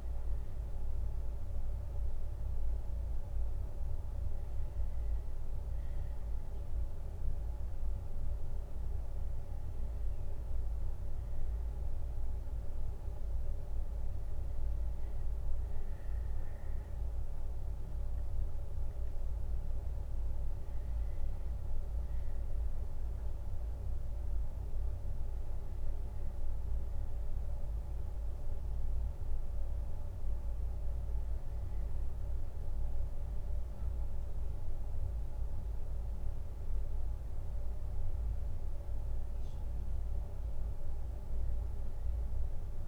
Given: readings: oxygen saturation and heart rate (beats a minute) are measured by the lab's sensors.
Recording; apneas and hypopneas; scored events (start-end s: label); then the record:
a person awake in a sleep study, hard to hear, by a room microphone; none
19.50-30.00 s: leg movement (device-marked)
From the record:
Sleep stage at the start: awake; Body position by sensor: on the left side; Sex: male